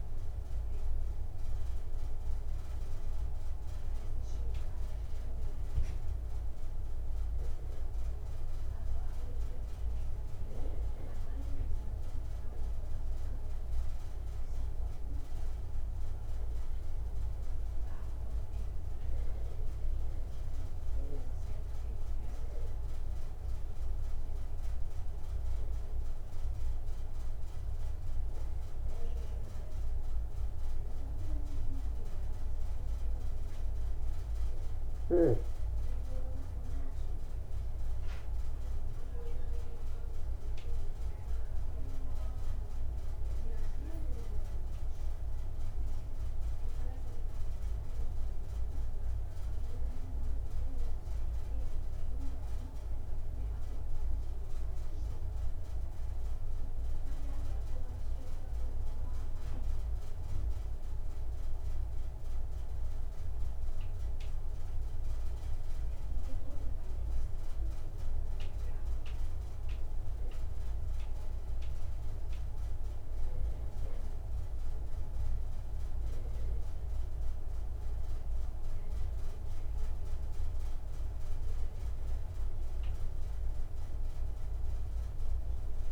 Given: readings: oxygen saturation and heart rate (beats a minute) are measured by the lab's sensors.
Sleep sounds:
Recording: a person awake in a sleep study, hard to hear, by a room microphone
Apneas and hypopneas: none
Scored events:
47.50-85.92 s: new sleep stage, N1 (lightest sleep)
84.50-85.92 s: oxygen desaturation (device-marked, oxygen 95% before, 92% lowest, heart rate 71 before, 64 extreme)
From the record:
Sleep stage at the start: awake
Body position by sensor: on the back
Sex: male

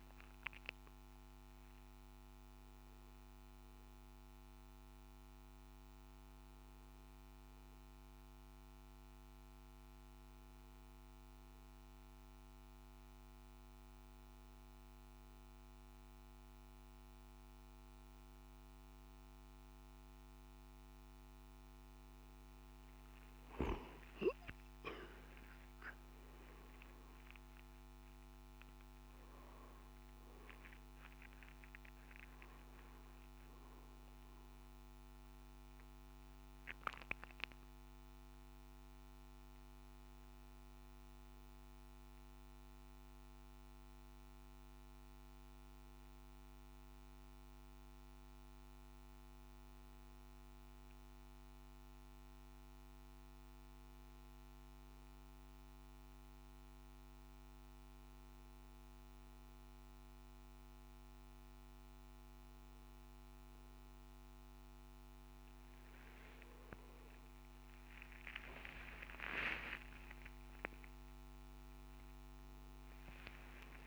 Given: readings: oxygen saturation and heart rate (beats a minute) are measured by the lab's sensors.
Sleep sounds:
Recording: breathing in sleep by a microphone on the trachea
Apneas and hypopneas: none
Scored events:
28.50-73.87 s: new sleep stage, N2 (light sleep)
69.00-71.00 s: long interval between heartbeats (device-marked, heart rate 60 before, 75 extreme)
From the record:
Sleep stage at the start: N1 (lightest sleep)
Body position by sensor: on the back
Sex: male

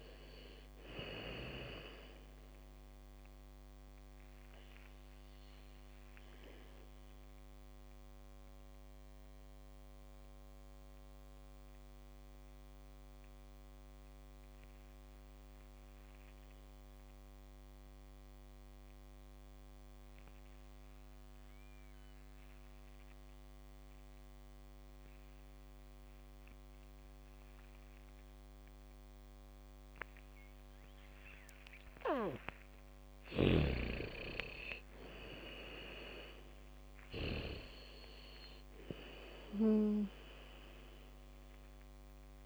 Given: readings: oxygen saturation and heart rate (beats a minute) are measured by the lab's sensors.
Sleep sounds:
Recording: breathing in sleep by a microphone on the trachea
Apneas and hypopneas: 1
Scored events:
0.00-1.50 s: arousal
0.00-15.50 s: oxygen desaturation (device-marked, oxygen 81% lowest, heart rate 52 extreme)
7.00-32.50 s: mixed apnea (oxygen 100% before, 78% lowest, heart rate 66 before, 59 extreme, up 11 after)
25.50-42.46 s: oxygen desaturation (device-marked, oxygen 99% before, 78% lowest, heart rate 76 before, 45 extreme)
34.50-39.00 s: arousal
From the record:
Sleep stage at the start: N2 (light sleep)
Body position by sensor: on the back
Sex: female

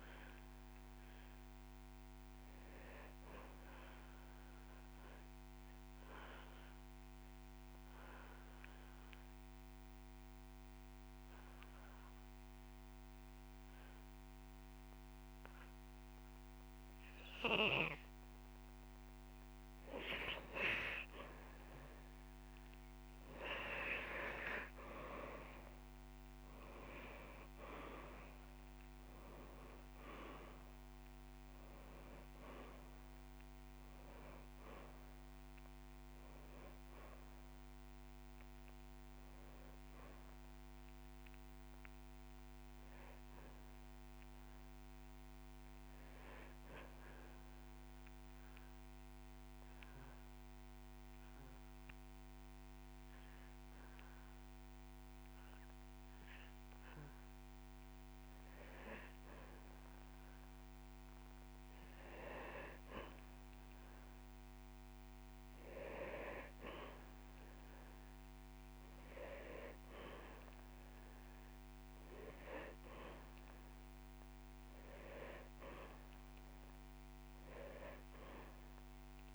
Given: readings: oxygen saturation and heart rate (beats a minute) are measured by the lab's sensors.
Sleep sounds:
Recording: breathing in sleep by a microphone on the trachea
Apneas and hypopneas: 2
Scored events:
0.00-0.50 s: arousal
5.00-19.50 s: mixed apnea (oxygen 99% before, 89% lowest)
24.50-27.50 s: arousal
26.00-59.00 s: oxygen desaturation (device-marked, oxygen 98% before, 89% lowest)
27.50-29.50 s: long interval between heartbeats (device-marked)
48.00-60.50 s: mixed apnea (oxygen 98% before, 89% lowest)
57.00-59.00 s: long interval between heartbeats (device-marked)
63.50-67.00 s: arousal
77.00-79.35 s: oxygen desaturation (device-marked, oxygen 99% before, 94% lowest)
From the record:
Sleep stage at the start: N2 (light sleep)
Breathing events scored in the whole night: 234 in 4.1 hours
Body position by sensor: on the back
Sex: male

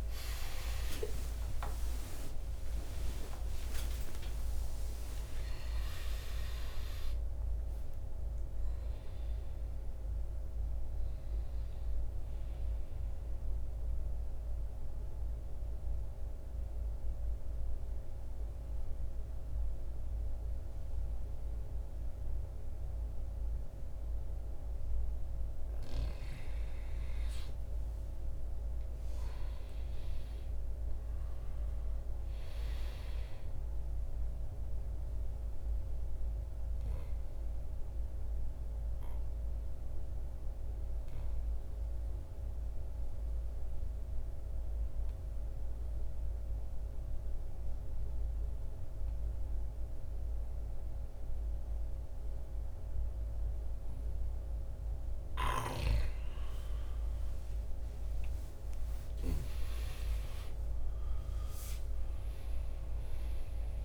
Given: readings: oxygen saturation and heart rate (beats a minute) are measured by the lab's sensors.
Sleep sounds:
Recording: breathing in sleep, hard to hear, by a room microphone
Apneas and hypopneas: 2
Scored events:
0.00-3.00 s: arousal
1.50-28.50 s: oxygen desaturation (device-marked, oxygen 94% before, 87% lowest)
3.50-33.50 s: new sleep stage, N1 (lightest sleep)
13.00-25.50 s: mixed apnea (oxygen 94% before, 84% lowest, heart rate 69 before, 53 extreme, up 8 after)
28.00-31.50 s: arousal
33.50-63.85 s: new sleep stage, N2 (light sleep)
34.50-54.50 s: obstructive apnea (oxygen 98% before, 84% lowest)
37.50-49.50 s: oxygen desaturation (device-marked, oxygen 98% before, 91% lowest)
56.50-60.00 s: arousal
57.50-63.85 s: oxygen desaturation (device-marked, oxygen 96% before, 84% lowest)
From the record:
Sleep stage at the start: N2 (light sleep)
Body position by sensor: on the back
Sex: male

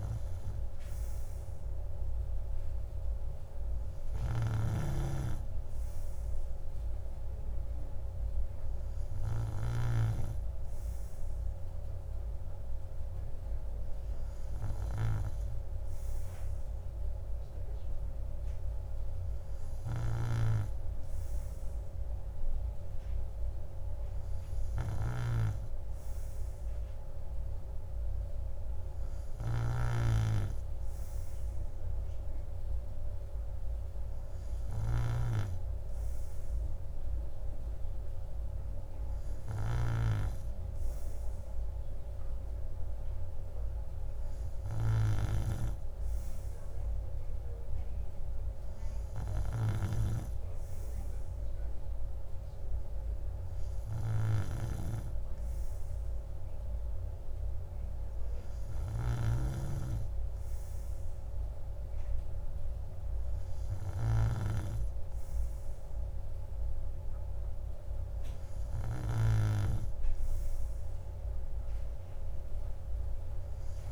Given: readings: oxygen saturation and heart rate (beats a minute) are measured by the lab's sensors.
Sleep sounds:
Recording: breathing in sleep by a room microphone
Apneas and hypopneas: none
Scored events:
27.50-73.92 s: new sleep stage, N3 (deep sleep)
From the record:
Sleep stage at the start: N2 (light sleep)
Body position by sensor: on the right side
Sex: male

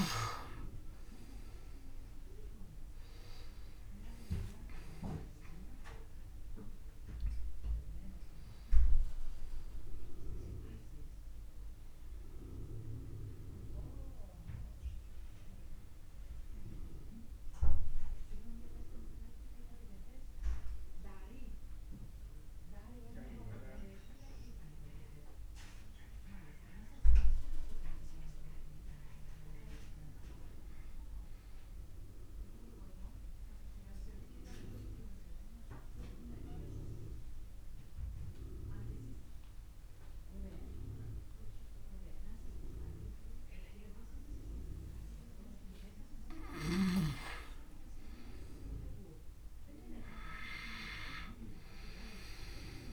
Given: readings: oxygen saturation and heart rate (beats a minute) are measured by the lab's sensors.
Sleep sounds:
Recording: breathing in sleep by a room microphone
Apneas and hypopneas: 1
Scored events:
0.00-30.50 s: oxygen desaturation (device-marked, oxygen 92% lowest, heart rate 28 extreme)
28.50-31.00 s: arousal
33.00-46.50 s: obstructive apnea (oxygen 99% before, 92% lowest)
49.00-52.00 s: arousal
From the record:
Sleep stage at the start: N2 (light sleep)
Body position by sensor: on the back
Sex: male

